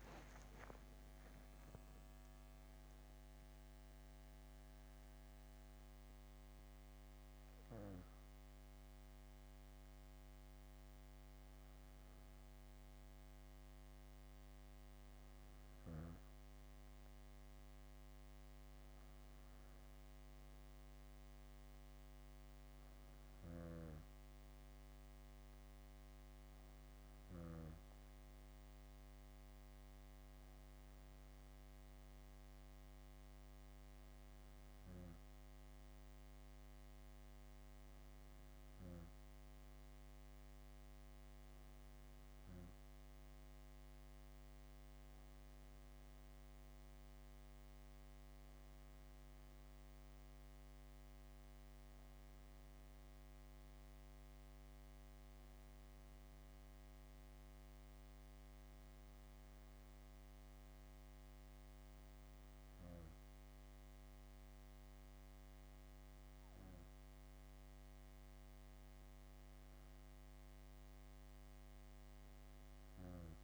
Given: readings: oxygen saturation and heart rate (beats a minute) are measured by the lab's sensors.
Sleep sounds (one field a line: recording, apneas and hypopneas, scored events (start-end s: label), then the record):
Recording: breathing in sleep, hard to hear, by a microphone on the trachea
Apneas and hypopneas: none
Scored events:
23.00-27.50 s: snoring (device-marked)
From the record:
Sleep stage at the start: N2 (light sleep)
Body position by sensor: on the back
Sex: female